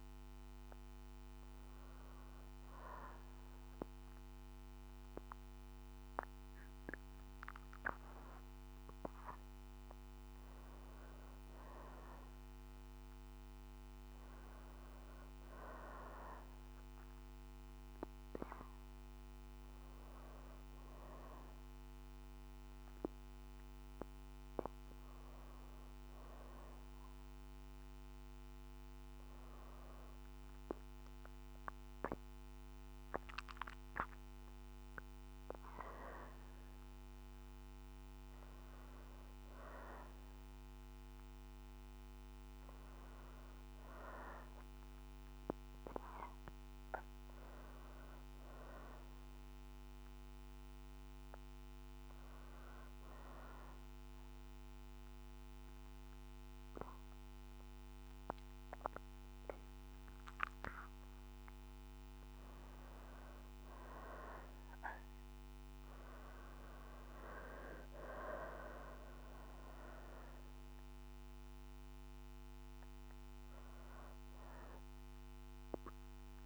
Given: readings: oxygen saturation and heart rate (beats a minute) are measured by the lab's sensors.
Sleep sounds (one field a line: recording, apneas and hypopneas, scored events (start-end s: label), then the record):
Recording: breathing in sleep by a microphone on the trachea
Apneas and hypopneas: 2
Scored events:
0.00-2.50 s: oxygen desaturation (device-marked, oxygen 91% lowest, heart rate 60 extreme)
0.50-10.50 s: hypopnea (oxygen 95% before, 91% lowest, heart rate 61 before, 60 extreme, up 2 after)
15.00-19.00 s: arousal
18.50-25.50 s: oxygen desaturation (device-marked, oxygen 94% before, 91% lowest, heart rate 61 before, 61 extreme)
48.00-61.00 s: hypopnea (oxygen 95% before, 89% lowest, heart rate 62 before, 59 extreme, up 4 after)
64.50-76.46 s: new sleep stage, awake
68.50-76.46 s: oxygen desaturation (device-marked, oxygen 94% before, 89% lowest, heart rate 62 before, 59 extreme)
From the record:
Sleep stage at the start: N2 (light sleep)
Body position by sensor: on the back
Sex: female